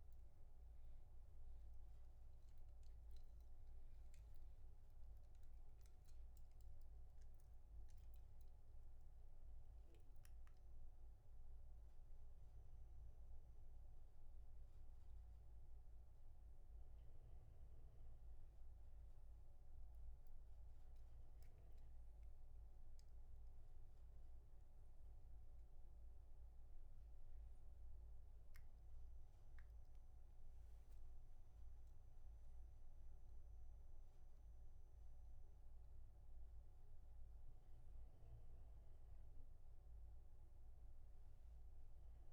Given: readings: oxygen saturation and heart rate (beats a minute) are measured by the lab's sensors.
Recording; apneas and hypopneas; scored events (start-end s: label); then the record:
a person awake in a sleep study, hard to hear, by a room microphone; none
none scored
From the record:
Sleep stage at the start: awake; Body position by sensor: on the back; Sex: male